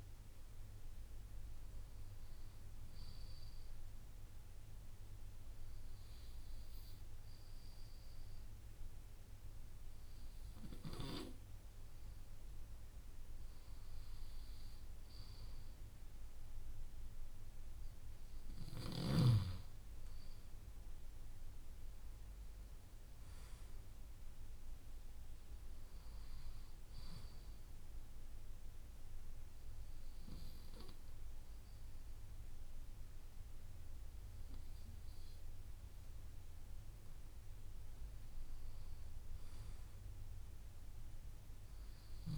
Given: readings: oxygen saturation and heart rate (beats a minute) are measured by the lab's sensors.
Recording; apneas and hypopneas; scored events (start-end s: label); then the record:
breathing in sleep, hard to hear, by a room microphone; 1
4.00-15.50 s: obstructive apnea (oxygen 96% before, 93% lowest)
19.50-23.50 s: arousal
From the record:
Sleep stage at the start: N2 (light sleep); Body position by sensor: on the left side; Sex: male